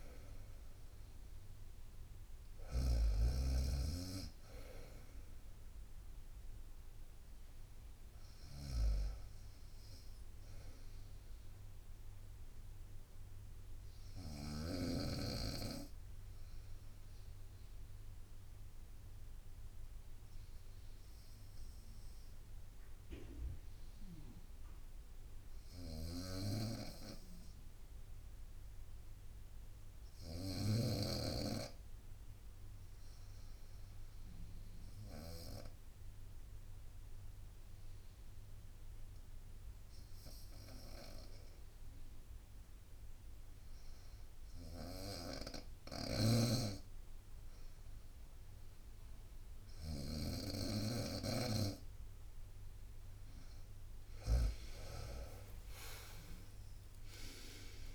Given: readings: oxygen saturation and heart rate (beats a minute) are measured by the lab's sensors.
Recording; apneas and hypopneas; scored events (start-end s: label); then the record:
breathing in sleep by a room microphone; 1
0.00-3.00 s: snoring (device-marked)
5.50-8.50 s: arousal
13.00-52.50 s: obstructive apnea (oxygen 95% before, 90% lowest, heart rate 67 before, 59 extreme, up 18 after)
20.50-24.50 s: bradycardia (device-marked, heart rate 64 before, 59 extreme)
25.50-30.50 s: snoring (device-marked)
41.50-57.95 s: oxygen desaturation (device-marked, oxygen 96% before, 92% lowest, heart rate 61 before, 60 extreme)
45.50-54.50 s: snoring (device-marked)
55.50-57.95 s: arousal
From the record:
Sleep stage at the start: N2 (light sleep); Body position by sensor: on the right side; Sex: female